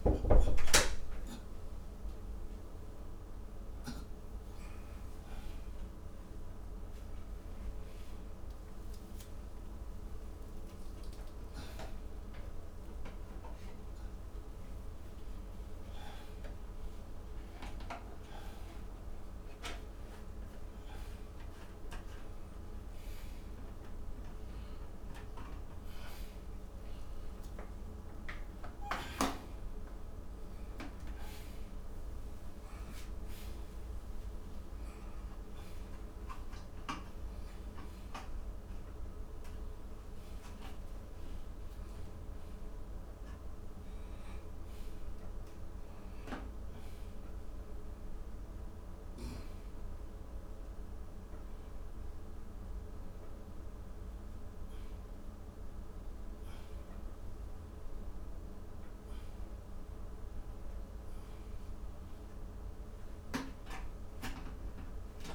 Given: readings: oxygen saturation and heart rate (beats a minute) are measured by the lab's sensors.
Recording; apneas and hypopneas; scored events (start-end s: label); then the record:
a person awake in a sleep study, by a room microphone; none
49.50-65.35 s: new sleep stage, N1 (lightest sleep)
From the record:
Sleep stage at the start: awake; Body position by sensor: upright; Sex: male